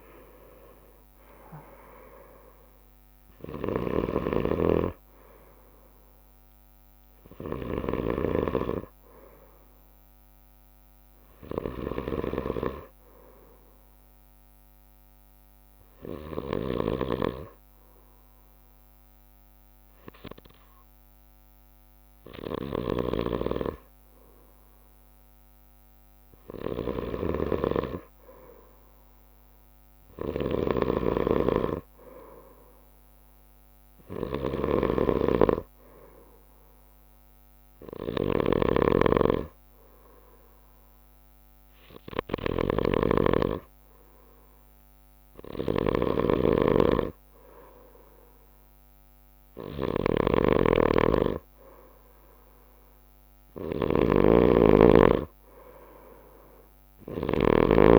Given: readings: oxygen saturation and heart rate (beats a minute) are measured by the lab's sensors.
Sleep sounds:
breathing in sleep by a microphone on the trachea; 1
0.00-22.50 s: oxygen desaturation (device-marked, oxygen 92% lowest, heart rate 50 extreme)
1.50-56.50 s: bradycardia (device-marked, heart rate 57 before, 50 extreme)
3.50-57.99 s: snoring (device-marked)
15.50-27.00 s: hypopnea (oxygen 98% before, 92% lowest, heart rate 55 before, 55 extreme, up 4 after)
21.50-29.50 s: drop in pulse transit time (device-marked, heart rate 54 before, 57 extreme)
30.50-34.50 s: arousal
From the record:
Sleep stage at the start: N2 (light sleep); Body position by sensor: on the right side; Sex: male

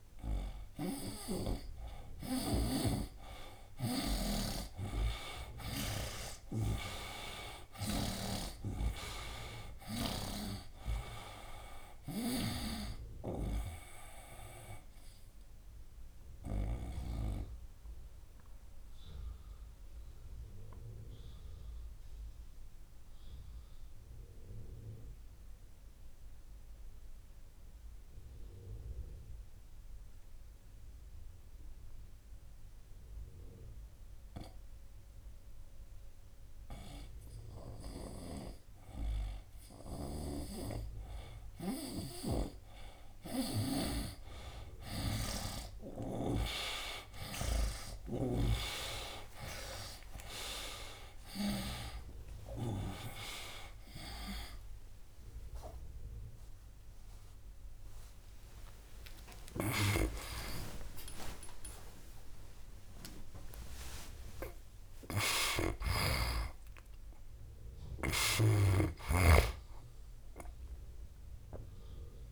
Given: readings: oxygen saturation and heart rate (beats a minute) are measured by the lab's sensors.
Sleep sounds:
breathing in sleep by a room microphone; 1
0.00-2.50 s: snoring (device-marked)
0.00-33.00 s: oxygen desaturation (device-marked, oxygen 82% lowest, heart rate 63 extreme)
15.50-36.50 s: obstructive apnea (oxygen 98% before, 81% lowest, heart rate 76 before, 63 extreme, up 6 after)
38.00-72.31 s: oxygen desaturation (device-marked, oxygen 98% before, 81% lowest, heart rate 68 before, 64 extreme)
42.00-47.50 s: snoring (device-marked)
49.50-51.50 s: long interval between heartbeats (device-marked, heart rate 67 before, 89 extreme)
50.00-53.50 s: arousal
54.50-56.50 s: long interval between heartbeats (device-marked, heart rate 74 before, 96 extreme)
59.00-63.50 s: arousal
59.50-61.50 s: long interval between heartbeats (device-marked, heart rate 82 before, 99 extreme)
60.00-64.00 s: tachycardia (device-marked, heart rate 72 before, 110 extreme)
68.00-72.31 s: snoring (device-marked)
From the record:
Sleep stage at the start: N2 (light sleep); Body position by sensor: on the right side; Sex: male

